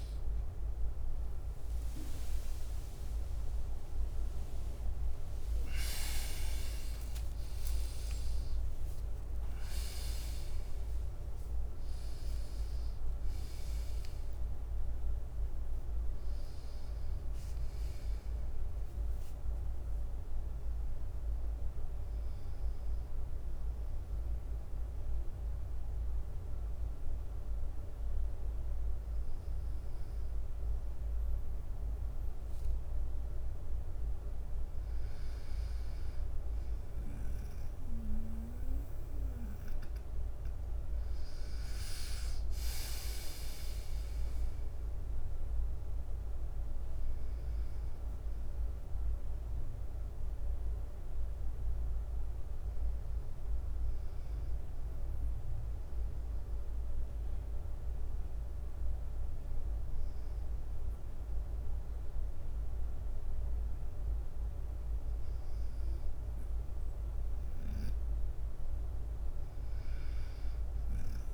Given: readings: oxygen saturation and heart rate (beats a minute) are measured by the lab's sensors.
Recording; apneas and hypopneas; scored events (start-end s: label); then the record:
breathing in sleep, hard to hear, by a room microphone; 2
0.00-1.50 s: arousal
1.50-2.50 s: drop in pulse transit time (device-marked, heart rate 57 before, 63 extreme)
4.50-18.50 s: drop in pulse transit time (device-marked, heart rate 58 before, 64 extreme)
19.50-24.50 s: oxygen desaturation (device-marked, oxygen 97% before, 91% lowest, heart rate 66 before, 54 extreme)
20.50-41.50 s: bradycardia (device-marked, heart rate 60 before, 54 extreme)
21.50-33.00 s: obstructive apnea (oxygen 97% before, 91% lowest, heart rate 67 before, 50 extreme, up 2 after)
42.00-45.00 s: leg movement (device-marked)
42.00-46.00 s: arousal
42.50-56.50 s: drop in pulse transit time (device-marked, heart rate 56 before, 50 extreme)
43.50-60.50 s: oxygen desaturation (device-marked, oxygen 99% before, 95% lowest, heart rate 56 before, 50 extreme)
45.50-71.33 s: bradycardia (device-marked, heart rate 59 before, 50 extreme)
50.50-64.50 s: hypopnea (oxygen 99% before, 96% lowest, heart rate 57 before, 51 extreme, up 1 after)
69.00-71.33 s: arousal
From the record:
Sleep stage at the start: N2 (light sleep); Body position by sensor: on the right side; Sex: male